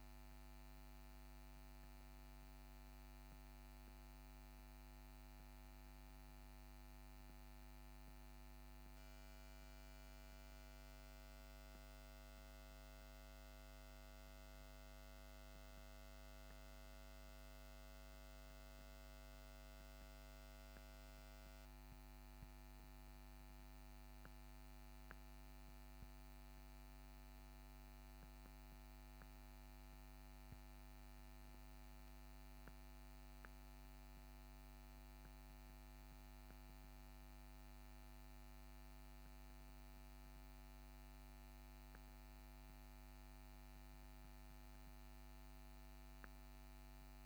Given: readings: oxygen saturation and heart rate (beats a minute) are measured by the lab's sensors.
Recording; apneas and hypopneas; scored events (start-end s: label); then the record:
a person awake in a sleep study, hard to hear, by a microphone on the trachea; none
none scored
From the record:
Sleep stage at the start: awake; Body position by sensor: on the back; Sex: male